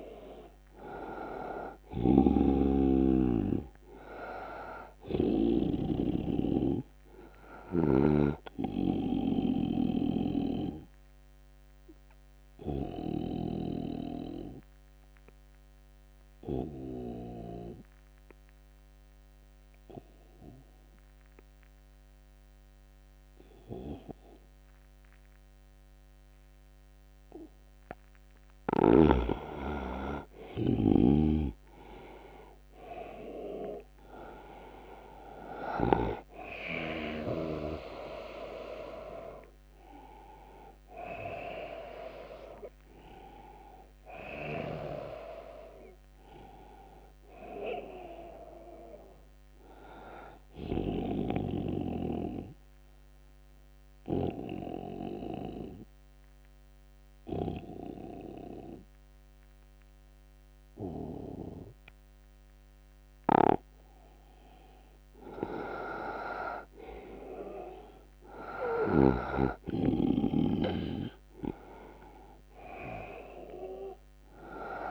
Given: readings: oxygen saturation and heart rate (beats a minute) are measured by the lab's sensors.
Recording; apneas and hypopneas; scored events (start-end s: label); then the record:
breathing in sleep by a microphone on the trachea; 2
0.00-14.00 s: snoring (device-marked)
0.00-18.00 s: oxygen desaturation (device-marked, oxygen 88% lowest, heart rate 74 extreme)
9.50-28.00 s: obstructive apnea (oxygen 99% before, 88% lowest, heart rate 81 before, 74 extreme, up 1 after)
29.50-33.50 s: arousal
31.00-36.00 s: snoring (device-marked)
31.00-39.00 s: oxygen desaturation (device-marked, oxygen 99% before, 92% lowest, heart rate 78 before, 74 extreme)
41.00-56.00 s: oxygen desaturation (device-marked, oxygen 97% before, 89% lowest, heart rate 78 before, 73 extreme)
50.50-64.00 s: obstructive apnea (oxygen 99% before, 85% lowest, heart rate 83 before, 73 extreme, up 5 after)
67.00-71.00 s: arousal
73.00-74.91 s: oxygen desaturation (device-marked, oxygen 99% before, 92% lowest, heart rate 77 before, 68 extreme)
From the record:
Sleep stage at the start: N2 (light sleep); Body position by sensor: on the right side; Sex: male